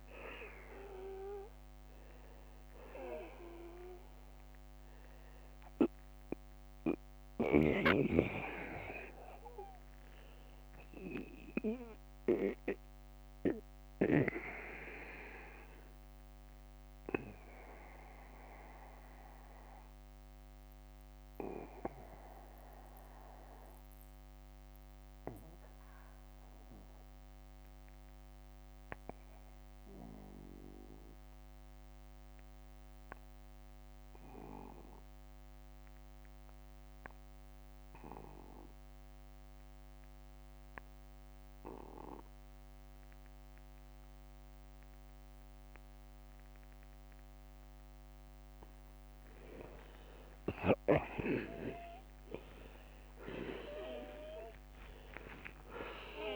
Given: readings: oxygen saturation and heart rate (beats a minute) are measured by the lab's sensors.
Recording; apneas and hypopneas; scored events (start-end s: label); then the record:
breathing in sleep by a microphone on the trachea; 1
0.50-34.50 s: oxygen desaturation (device-marked, oxygen 90% before, 76% lowest, heart rate 61 before, 38 extreme)
31.50-48.00 s: obstructive apnea (oxygen 92% before, 82% lowest, heart rate 52 before, 42 extreme, up 17 after)
43.00-45.00 s: long interval between heartbeats (device-marked, heart rate 48 before, 49 extreme)
54.00-56.36 s: arousal
From the record:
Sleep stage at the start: N2 (light sleep); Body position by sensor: on the back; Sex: male